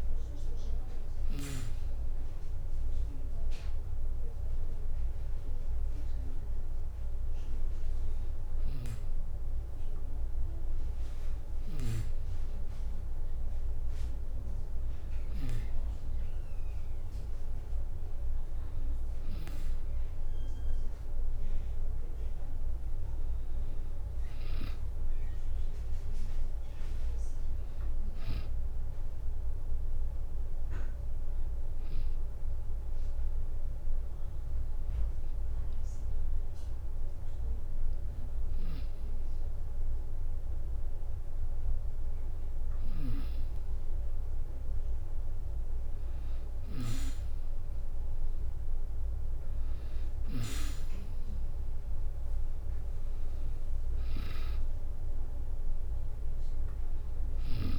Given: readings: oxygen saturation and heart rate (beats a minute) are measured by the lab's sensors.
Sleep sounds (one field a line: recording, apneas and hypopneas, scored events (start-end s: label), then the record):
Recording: breathing in sleep by a room microphone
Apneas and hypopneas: none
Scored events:
16.50-25.50 s: tachycardia (device-marked, heart rate 75 before, 176 extreme)
19.50-21.50 s: long interval between heartbeats (device-marked, heart rate 70 before, 113 extreme)
20.50-30.50 s: drop in pulse transit time (device-marked, heart rate 72 before, 69 extreme)
22.00-24.00 s: long interval between heartbeats (device-marked, heart rate 75 before, 154 extreme)
24.50-26.50 s: long interval between heartbeats (device-marked, heart rate 89 before, 145 extreme)
27.50-29.50 s: bradycardia (device-marked, heart rate 76 before, 95 extreme)
From the record:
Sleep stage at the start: N2 (light sleep)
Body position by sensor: on the back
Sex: female